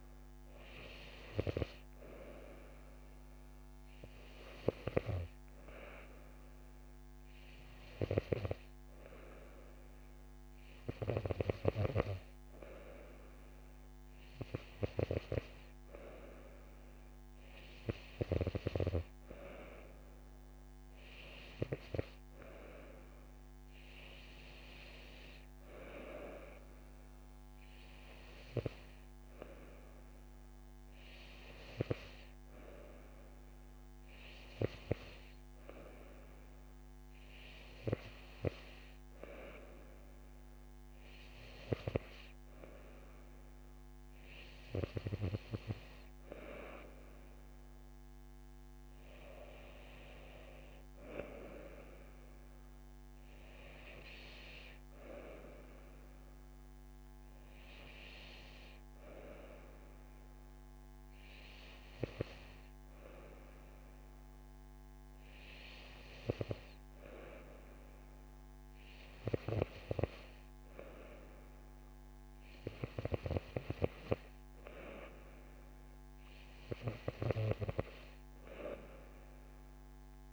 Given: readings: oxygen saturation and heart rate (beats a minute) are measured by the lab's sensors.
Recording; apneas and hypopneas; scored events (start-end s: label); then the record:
breathing in sleep by a microphone on the trachea; none
none scored
From the record:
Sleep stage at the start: N2 (light sleep); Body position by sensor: on the right side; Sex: female